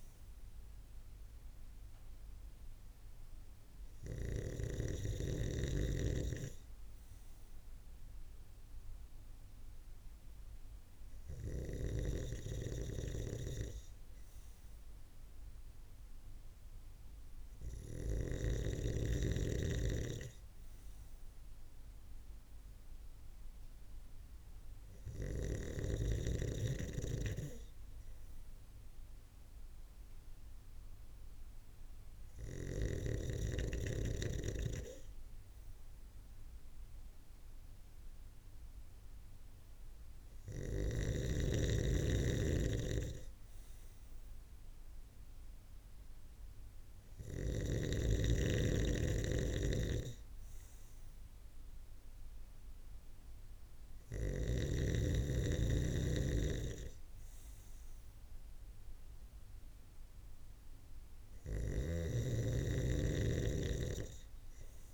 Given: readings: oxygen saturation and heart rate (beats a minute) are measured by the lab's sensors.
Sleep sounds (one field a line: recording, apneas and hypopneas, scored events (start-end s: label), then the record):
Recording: breathing in sleep by a room microphone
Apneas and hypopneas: none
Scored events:
none scored
From the record:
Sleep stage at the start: N3 (deep sleep)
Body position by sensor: on the right side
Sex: male